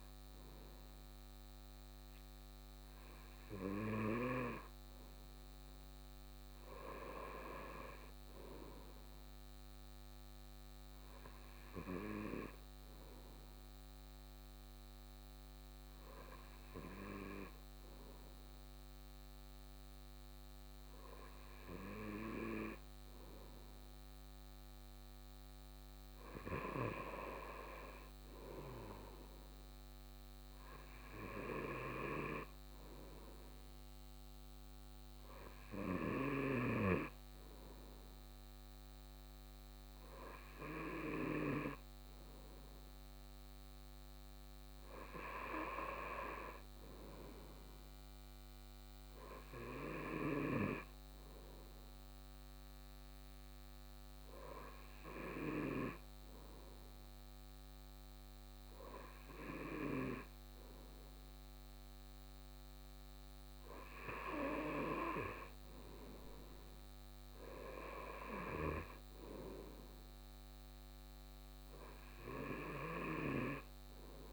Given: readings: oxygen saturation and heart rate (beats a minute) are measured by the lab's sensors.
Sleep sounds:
breathing in sleep by a microphone on the trachea; none
none scored
From the record:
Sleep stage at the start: N2 (light sleep); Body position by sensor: on the right side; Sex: male

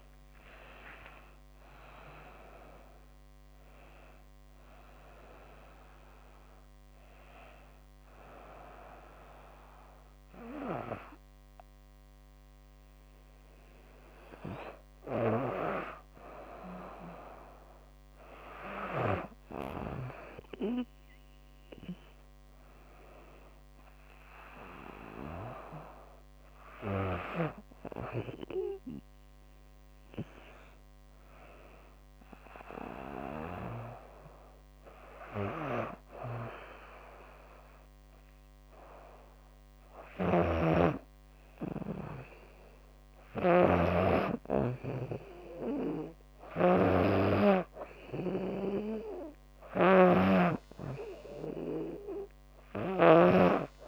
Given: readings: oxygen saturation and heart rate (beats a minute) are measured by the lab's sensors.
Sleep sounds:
breathing in sleep by a microphone on the trachea; none
35.00-53.88 s: snoring (device-marked)
From the record:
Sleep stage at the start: N2 (light sleep); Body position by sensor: on the back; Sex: female

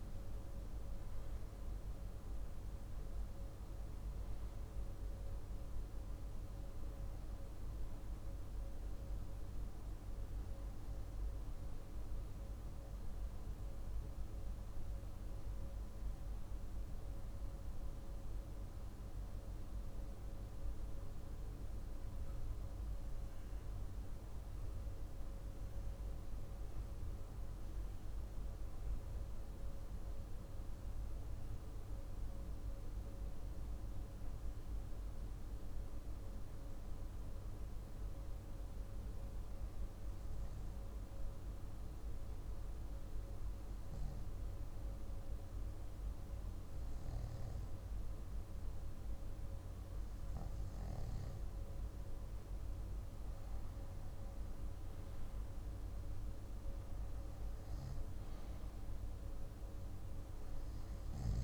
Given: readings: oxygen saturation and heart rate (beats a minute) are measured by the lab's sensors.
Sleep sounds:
breathing in sleep, hard to hear, by a room microphone; 1
0.00-15.00 s: oxygen desaturation (device-marked, oxygen 94% lowest, heart rate 53 extreme)
20.00-24.50 s: arousal
30.50-51.50 s: obstructive apnea (oxygen 98% before, 94% lowest, heart rate 55 before, 51 extreme, up 6 after)
54.00-58.00 s: arousal
From the record:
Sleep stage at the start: N2 (light sleep); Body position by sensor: on the back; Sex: male

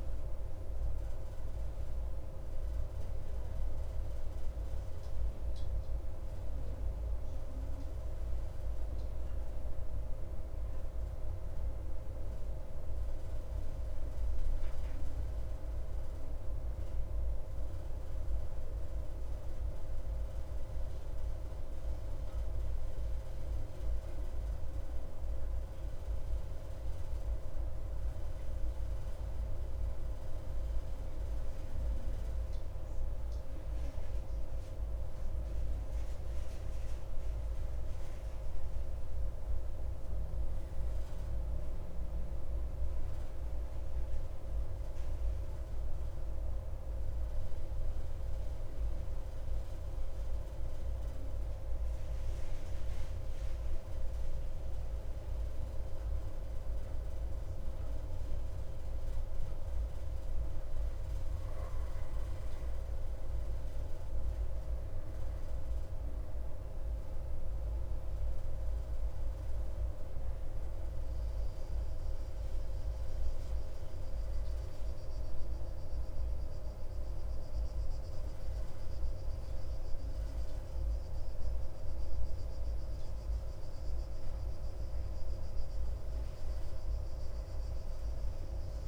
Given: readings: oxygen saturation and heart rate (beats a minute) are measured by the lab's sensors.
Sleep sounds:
breathing in sleep, hard to hear, by a room microphone; none
none scored
From the record:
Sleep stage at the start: N2 (light sleep); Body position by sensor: on the back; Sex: male

